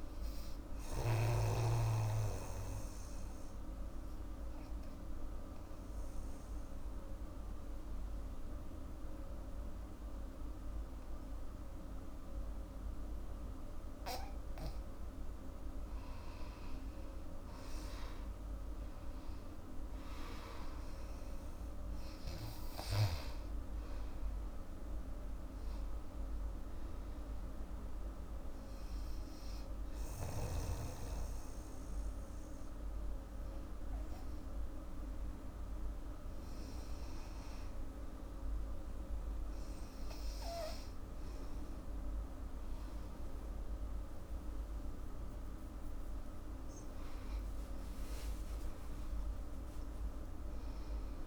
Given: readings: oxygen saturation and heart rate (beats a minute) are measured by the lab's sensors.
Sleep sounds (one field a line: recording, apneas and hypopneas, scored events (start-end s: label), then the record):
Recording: breathing in sleep by a room microphone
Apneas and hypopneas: 2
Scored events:
0.00-1.00 s: snoring (device-marked)
0.00-9.50 s: oxygen desaturation (device-marked, oxygen 88% lowest, heart rate 68 extreme)
0.50-14.00 s: obstructive apnea (oxygen 98% before, 88% lowest, heart rate 74 before, 68 extreme, up 15 after)
15.50-19.00 s: arousal
16.50-33.50 s: oxygen desaturation (device-marked, oxygen 99% before, 88% lowest, heart rate 74 before, 73 extreme)
28.00-42.00 s: hypopnea (oxygen 99% before, 87% lowest, heart rate 76 before, 70 extreme, up 13 after)
43.50-47.50 s: arousal
From the record:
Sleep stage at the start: N2 (light sleep)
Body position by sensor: on the back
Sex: female